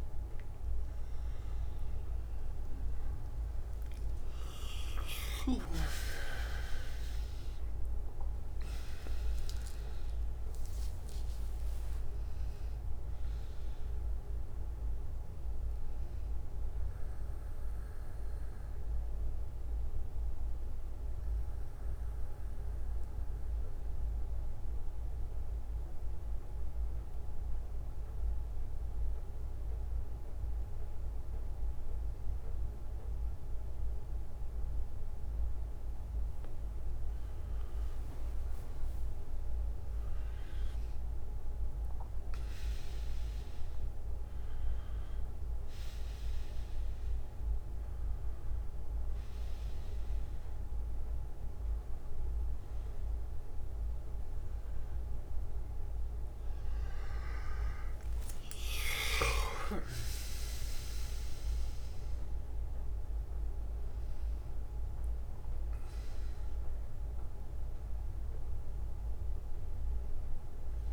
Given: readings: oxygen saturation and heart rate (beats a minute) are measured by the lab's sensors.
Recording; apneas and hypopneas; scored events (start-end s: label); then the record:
a person partly awake in a sleep study, by a room microphone; 1
4.00-9.00 s: arousal
6.00-9.00 s: bradycardia (device-marked, heart rate 66 before, 60 extreme)
17.00-35.00 s: bradycardia (device-marked, heart rate 66 before, 50 extreme)
22.50-37.50 s: central apnea (oxygen 97% before, 94% lowest, heart rate 66 before, 50 extreme, up 23 after)
40.00-70.00 s: new sleep stage, awake
54.00-65.00 s: oxygen desaturation (device-marked, oxygen 97% before, 94% lowest, heart rate 66 before, 50 extreme)
61.00-64.00 s: bradycardia (device-marked, heart rate 64 before, 63 extreme)
70.00-70.93 s: new sleep stage, N1 (lightest sleep)
From the record:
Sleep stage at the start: N1 (lightest sleep); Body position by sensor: on the back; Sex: male